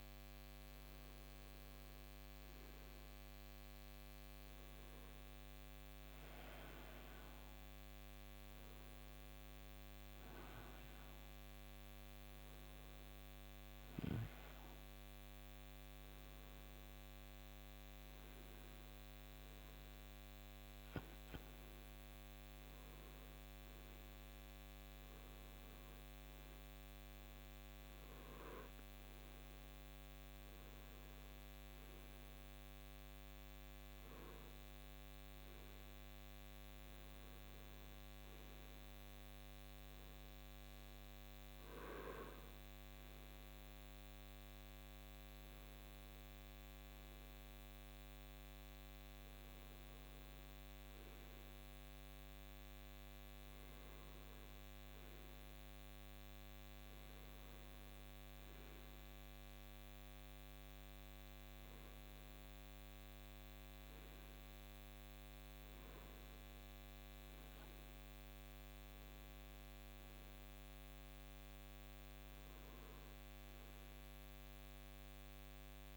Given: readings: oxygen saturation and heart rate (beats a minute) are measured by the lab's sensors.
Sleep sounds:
breathing in sleep, hard to hear, by a microphone on the trachea; none
20.50-75.97 s: new sleep stage, REM sleep
From the record:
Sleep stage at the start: N2 (light sleep); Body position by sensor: on the right side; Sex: male

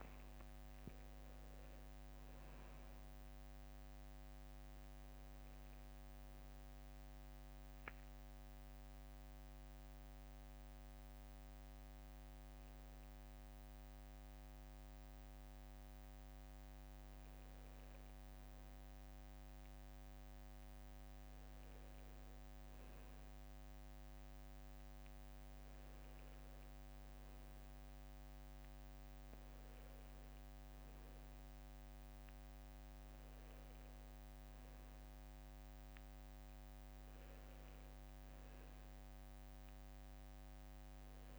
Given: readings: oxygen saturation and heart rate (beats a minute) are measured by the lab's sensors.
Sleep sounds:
a person partly awake in a sleep study, hard to hear, by a microphone on the trachea; 1
2.50-32.50 s: new sleep stage, N1 (lightest sleep)
6.00-16.50 s: hypopnea (oxygen 95% before, 92% lowest, heart rate 72 before, 64 extreme, up 3 after)
19.00-23.00 s: arousal
32.50-41.39 s: new sleep stage, N2 (light sleep)
From the record:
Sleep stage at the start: awake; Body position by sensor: on the right side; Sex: male

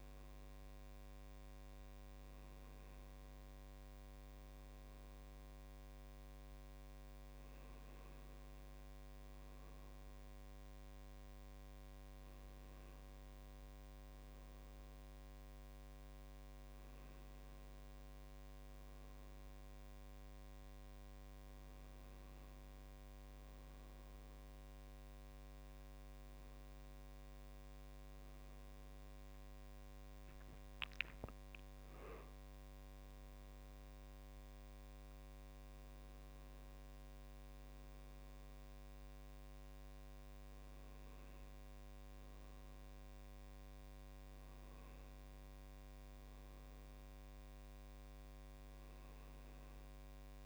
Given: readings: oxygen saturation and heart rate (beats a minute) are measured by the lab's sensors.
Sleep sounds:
a person awake in a sleep study, hard to hear, by a microphone on the trachea; none
25.00-30.00 s: arousal
From the record:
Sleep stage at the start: awake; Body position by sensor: on the right side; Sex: male

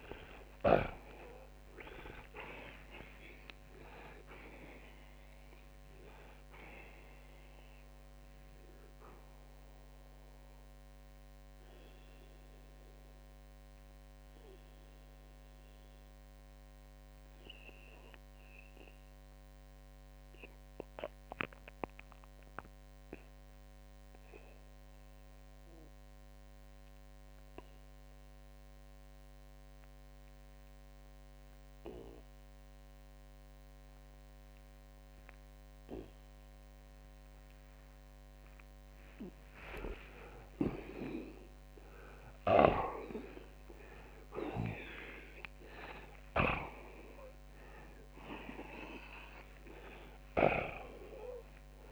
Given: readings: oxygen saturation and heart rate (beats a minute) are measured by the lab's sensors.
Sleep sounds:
breathing in sleep by a microphone on the trachea; 1
5.50-40.50 s: oxygen desaturation (device-marked, oxygen 93% before, 78% lowest, heart rate 117 before, 63 extreme)
8.00-38.50 s: mixed apnea (oxygen 93% before, 78% lowest, heart rate 121 before, 63 extreme)
40.00-50.00 s: snoring (device-marked)
40.50-44.00 s: arousal
From the record:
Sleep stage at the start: N2 (light sleep); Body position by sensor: on the back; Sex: male

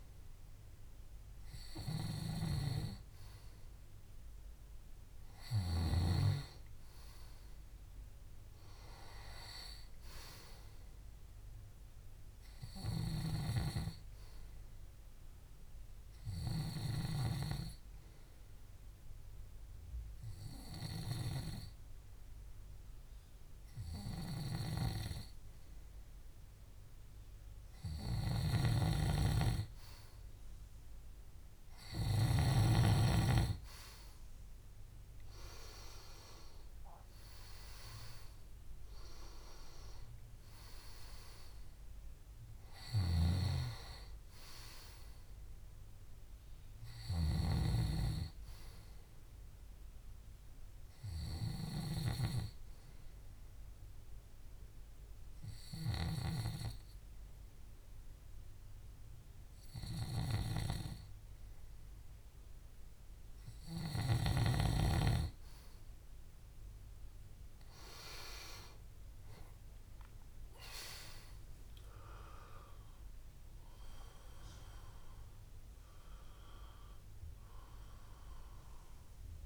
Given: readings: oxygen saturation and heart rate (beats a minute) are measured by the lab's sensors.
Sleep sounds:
breathing in sleep by a room microphone; 2
2.00-6.50 s: snoring (device-marked)
11.00-14.50 s: arousal
13.00-17.50 s: snoring (device-marked)
17.50-27.50 s: hypopnea (oxygen 98% before, 93% lowest, heart rate 66 before, 66 extreme, up 2 after)
28.00-32.50 s: snoring (device-marked)
31.50-35.50 s: arousal
39.00-57.00 s: oxygen desaturation (device-marked, oxygen 97% before, 93% lowest, heart rate 67 before, 65 extreme)
43.00-52.00 s: snoring (device-marked)
54.00-65.00 s: hypopnea (oxygen 97% before, 94% lowest, heart rate 69 before, 64 extreme, up 6 after)
67.50-71.00 s: arousal
From the record:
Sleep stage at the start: N2 (light sleep); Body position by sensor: on the back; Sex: male

